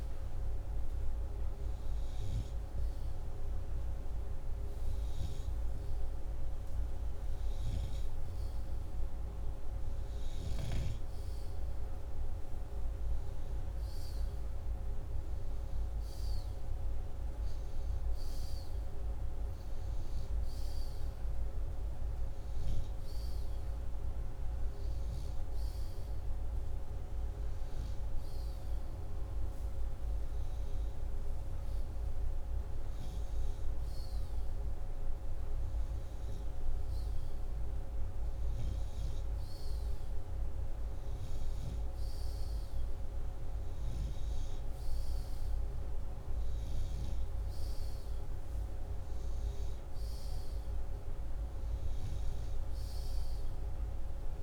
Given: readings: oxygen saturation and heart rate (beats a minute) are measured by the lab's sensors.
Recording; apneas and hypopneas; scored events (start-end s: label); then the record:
breathing in sleep, hard to hear, by a room microphone; none
none scored
From the record:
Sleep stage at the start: N2 (light sleep); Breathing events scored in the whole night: 122 in 5.9 hours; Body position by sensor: upright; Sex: male